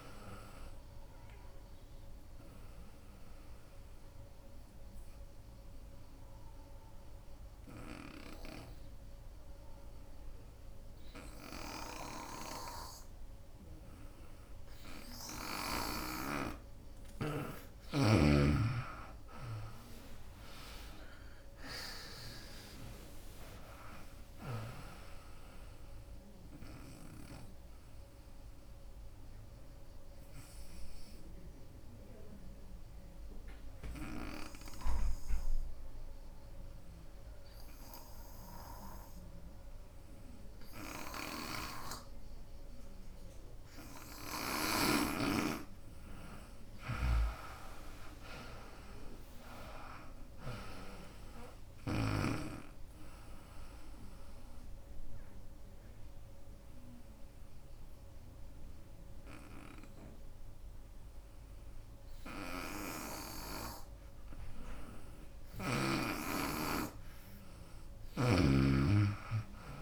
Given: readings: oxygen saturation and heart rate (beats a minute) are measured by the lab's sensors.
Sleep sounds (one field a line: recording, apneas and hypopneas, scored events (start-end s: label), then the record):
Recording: breathing in sleep by a room microphone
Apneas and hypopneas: 3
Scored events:
0.00-5.50 s: drop in pulse transit time (device-marked, heart rate 78 extreme)
0.00-16.50 s: oxygen desaturation (device-marked, oxygen 86% lowest, heart rate 64 extreme)
3.50-17.00 s: obstructive apnea (oxygen 96% before, 85% lowest, heart rate 78 before, 64 extreme, up 23 after)
18.50-30.50 s: drop in pulse transit time (device-marked, heart rate 78 before, 74 extreme)
18.50-41.50 s: oxygen desaturation (device-marked, oxygen 95% before, 86% lowest, heart rate 78 before, 64 extreme)
19.00-23.50 s: arousal
28.00-43.50 s: obstructive apnea (oxygen 95% before, 85% lowest, heart rate 78 before, 65 extreme, up 20 after)
43.50-66.50 s: oxygen desaturation (device-marked, oxygen 95% before, 85% lowest, heart rate 75 before, 58 extreme)
45.50-49.00 s: arousal
45.50-56.50 s: drop in pulse transit time (device-marked, heart rate 73 before, 73 extreme)
54.50-65.50 s: obstructive apnea (oxygen 95% before, 85% lowest, heart rate 77 before, 58 extreme, up 19 after)
67.00-69.82 s: arousal
68.50-69.82 s: drop in pulse transit time (device-marked, heart rate 81 before, 82 extreme)
From the record:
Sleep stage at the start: N2 (light sleep)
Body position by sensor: on the right side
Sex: female